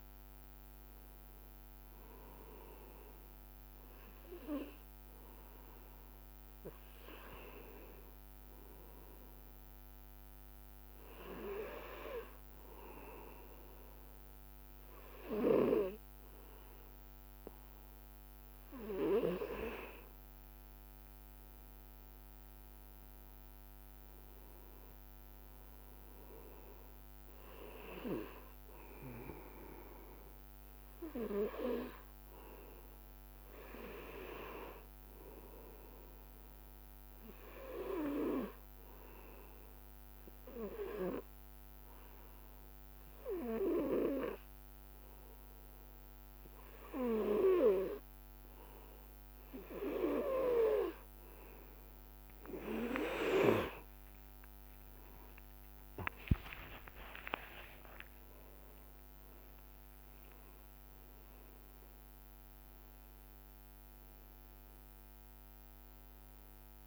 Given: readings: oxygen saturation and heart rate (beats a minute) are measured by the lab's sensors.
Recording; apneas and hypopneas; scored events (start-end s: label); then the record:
breathing in sleep by a microphone on the trachea; 2
10.00-21.50 s: hypopnea (oxygen 96% before, 93% lowest, heart rate 71 before, 59 extreme, up 7 after)
24.50-28.00 s: arousal
38.00-52.00 s: obstructive apnea (oxygen 98% before, 93% lowest, heart rate 66 before, 63 extreme, up 36 after)
55.00-61.00 s: arousal
55.50-66.87 s: oxygen desaturation (device-marked, oxygen 97% before, 93% lowest, heart rate 66 before, 64 extreme)
57.00-59.00 s: long interval between heartbeats (device-marked, heart rate 65 before, 74 extreme)
From the record:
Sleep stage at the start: N2 (light sleep); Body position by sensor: on the back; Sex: male